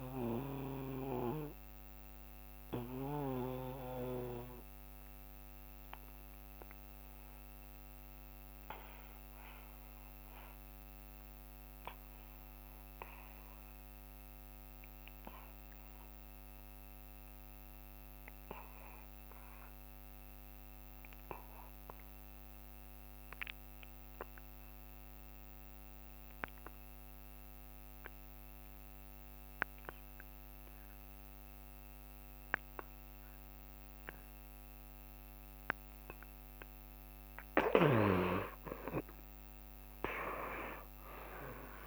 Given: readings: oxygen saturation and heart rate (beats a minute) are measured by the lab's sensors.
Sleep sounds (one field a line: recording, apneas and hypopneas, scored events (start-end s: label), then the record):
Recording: breathing in sleep by a microphone on the trachea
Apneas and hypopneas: 1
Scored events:
2.00-36.50 s: obstructive apnea (oxygen 92% before, 79% lowest, heart rate 67 before, 66 extreme, up 2 after)
20.00-41.87 s: oxygen desaturation (device-marked, oxygen 91% before, 79% lowest, heart rate 67 before, 66 extreme)
39.00-41.87 s: arousal
From the record:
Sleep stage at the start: N2 (light sleep)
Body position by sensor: on the back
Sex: male